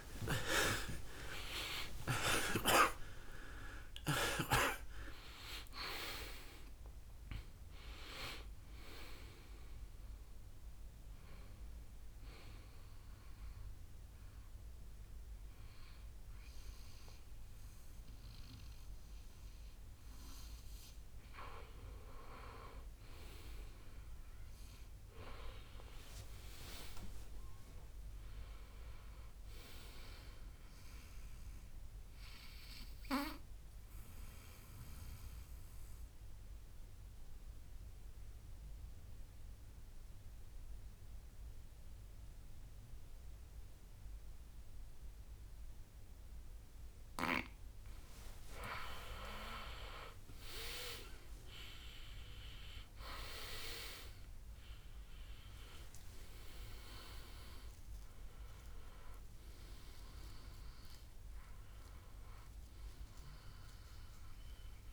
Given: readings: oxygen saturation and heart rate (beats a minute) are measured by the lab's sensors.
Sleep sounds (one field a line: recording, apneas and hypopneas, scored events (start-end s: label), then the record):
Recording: breathing in sleep by a room microphone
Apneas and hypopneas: none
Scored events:
0.00-1.50 s: arousal
0.00-28.50 s: oxygen desaturation (device-marked, oxygen 68% lowest, heart rate 52 extreme)
24.50-29.00 s: arousal
49.50-55.00 s: arousal
51.50-53.50 s: long interval between heartbeats (device-marked, heart rate 66 before, 76 extreme)
57.50-64.93 s: tachycardia (device-marked, heart rate 67 before, 112 extreme)
62.50-64.93 s: oxygen desaturation (device-marked, oxygen 98% before, 94% lowest, heart rate 76 before, 62 extreme)
From the record:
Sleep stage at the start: N2 (light sleep)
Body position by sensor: on the back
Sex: male